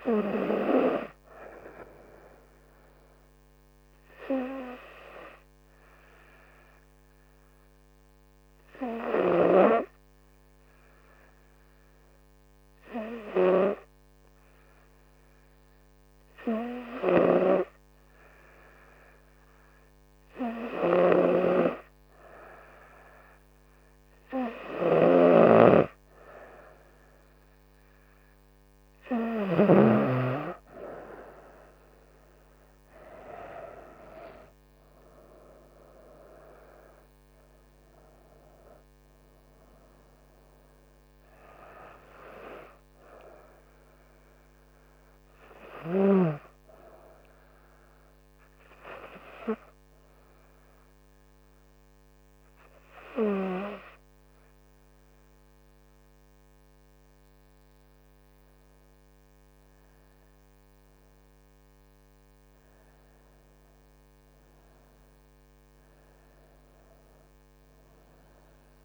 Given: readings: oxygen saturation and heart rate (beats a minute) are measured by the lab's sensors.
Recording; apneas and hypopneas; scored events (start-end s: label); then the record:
breathing in sleep by a microphone on the trachea; 2
3.00-21.50 s: hypopnea (oxygen 97% before, 94% lowest, heart rate 70 before, 67 extreme, up 5 after)
37.50-40.50 s: arousal
48.00-60.50 s: hypopnea (oxygen 97% before, 95% lowest, heart rate 74 before, 66 extreme, up 10 after)
63.00-67.50 s: arousal
From the record:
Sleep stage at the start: N2 (light sleep); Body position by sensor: on the front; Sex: female